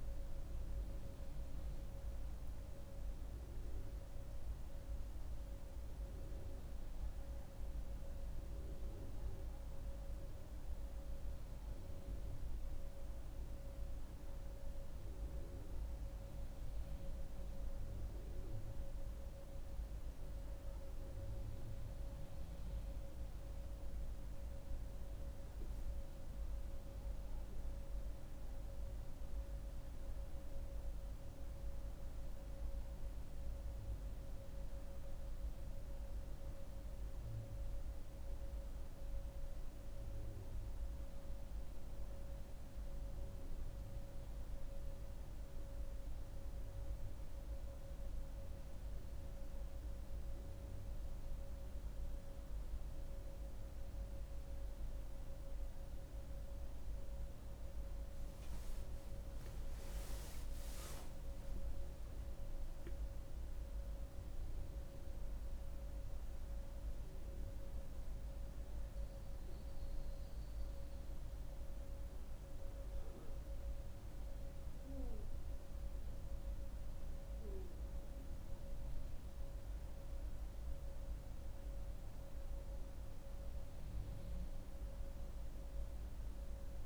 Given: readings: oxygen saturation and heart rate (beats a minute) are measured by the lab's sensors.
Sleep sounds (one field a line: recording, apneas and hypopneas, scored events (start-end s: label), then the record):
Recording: breathing in sleep, hard to hear, by a room microphone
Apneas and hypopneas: 2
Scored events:
15.00-25.00 s: central apnea (oxygen 95% before, 93% lowest)
33.00-38.00 s: arousal
51.50-62.50 s: hypopnea (oxygen 96% before, 94% lowest)
63.00-66.00 s: arousal
From the record:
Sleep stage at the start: N1 (lightest sleep)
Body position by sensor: on the back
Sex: female